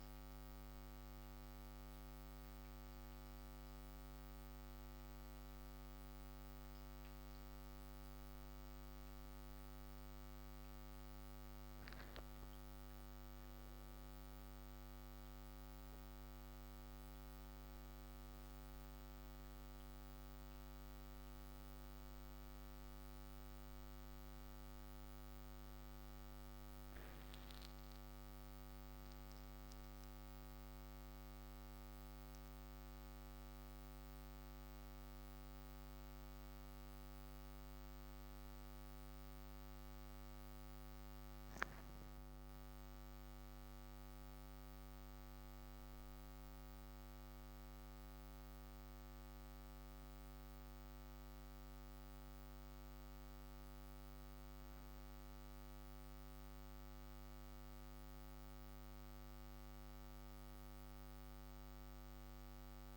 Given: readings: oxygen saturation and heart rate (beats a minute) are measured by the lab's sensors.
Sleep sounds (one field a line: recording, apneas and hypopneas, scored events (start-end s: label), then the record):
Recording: breathing in sleep, hard to hear, by a microphone on the trachea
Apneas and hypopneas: none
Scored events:
57.50-62.97 s: new sleep stage, N3 (deep sleep)
From the record:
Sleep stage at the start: N1 (lightest sleep)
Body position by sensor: upright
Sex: male